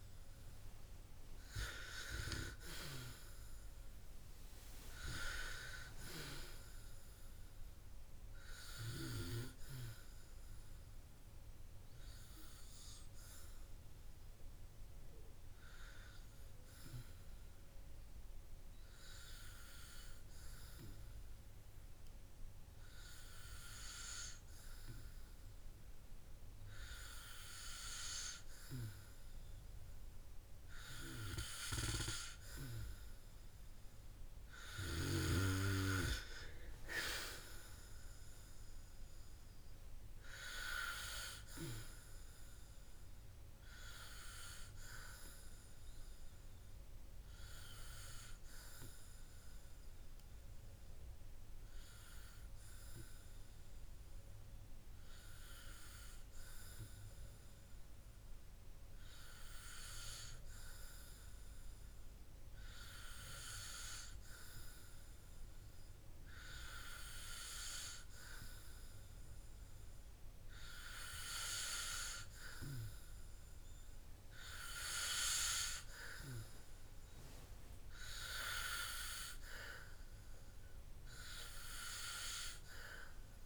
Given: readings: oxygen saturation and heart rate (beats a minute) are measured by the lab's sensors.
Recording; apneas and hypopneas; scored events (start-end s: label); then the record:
breathing in sleep by a room microphone; 2
14.00-28.50 s: hypopnea (oxygen 98% before, 95% lowest, heart rate 65 before, 53 extreme, up 6 after)
32.50-36.50 s: arousal
46.50-58.50 s: hypopnea (oxygen 97% before, 94% lowest, heart rate 64 before, 51 extreme, up 7 after)
63.00-66.00 s: arousal
From the record:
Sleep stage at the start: N2 (light sleep); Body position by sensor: on the back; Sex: male